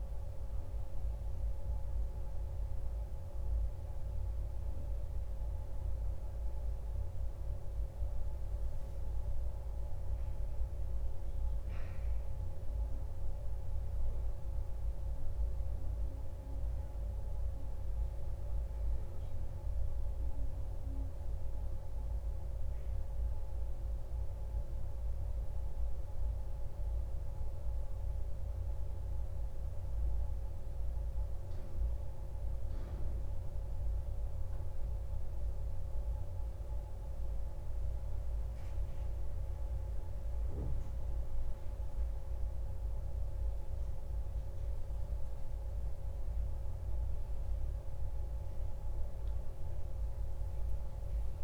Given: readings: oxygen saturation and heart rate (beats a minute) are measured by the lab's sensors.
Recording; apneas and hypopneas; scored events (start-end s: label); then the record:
breathing in sleep, hard to hear, by a room microphone; none
none scored
From the record:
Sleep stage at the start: N1 (lightest sleep); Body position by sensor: on the back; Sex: male